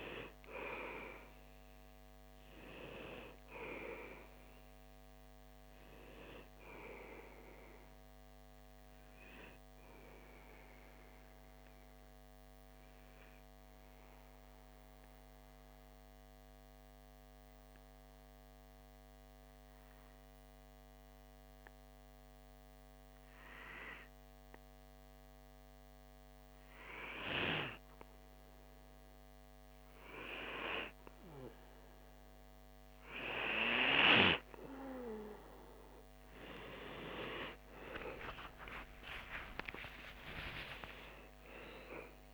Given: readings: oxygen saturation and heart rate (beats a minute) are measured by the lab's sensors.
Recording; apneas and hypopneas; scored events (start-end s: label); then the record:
breathing in sleep by a microphone on the trachea; 1
0.00-18.00 s: oxygen desaturation (device-marked, oxygen 93% lowest)
10.00-26.00 s: obstructive apnea (oxygen 97% before, 94% lowest)
33.00-42.34 s: oxygen desaturation (device-marked, oxygen 98% before, 94% lowest)
35.50-39.50 s: arousal
From the record:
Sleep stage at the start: N2 (light sleep); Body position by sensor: on the back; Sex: male